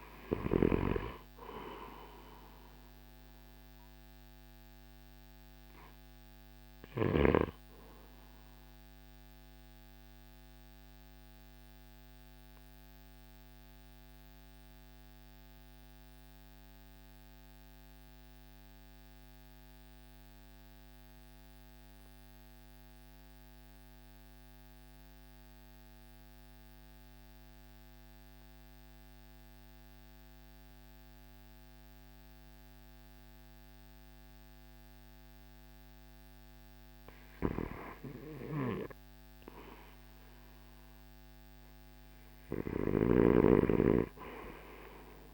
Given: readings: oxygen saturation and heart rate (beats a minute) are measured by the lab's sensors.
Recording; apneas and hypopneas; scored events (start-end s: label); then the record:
breathing in sleep by a microphone on the trachea; 1
0.00-1.00 s: drop in pulse transit time (device-marked, heart rate 57 extreme)
0.00-15.00 s: oxygen desaturation (device-marked, oxygen 81% lowest, heart rate 51 extreme)
7.50-36.00 s: obstructive apnea (oxygen 90% before, 79% lowest, heart rate 63 before, 51 extreme, up 3 after)
40.00-45.34 s: oxygen desaturation (device-marked, oxygen 96% before, 79% lowest, heart rate 52 before, 53 extreme)
42.00-45.34 s: arousal
From the record:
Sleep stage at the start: REM sleep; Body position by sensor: on the right side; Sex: male